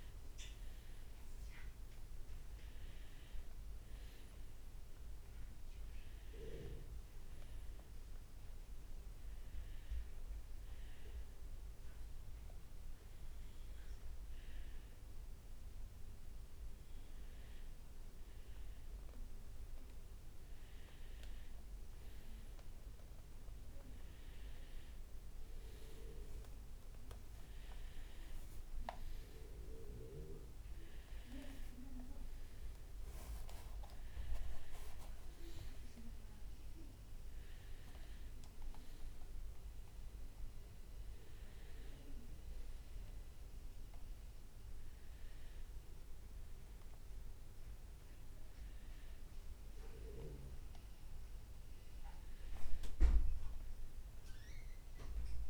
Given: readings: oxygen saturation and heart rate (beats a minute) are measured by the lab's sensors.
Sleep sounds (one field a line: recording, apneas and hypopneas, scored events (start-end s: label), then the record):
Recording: breathing in sleep by a room microphone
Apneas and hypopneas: none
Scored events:
48.50-55.49 s: new sleep stage, N2 (light sleep)
From the record:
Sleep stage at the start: N1 (lightest sleep)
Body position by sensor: on the right side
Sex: male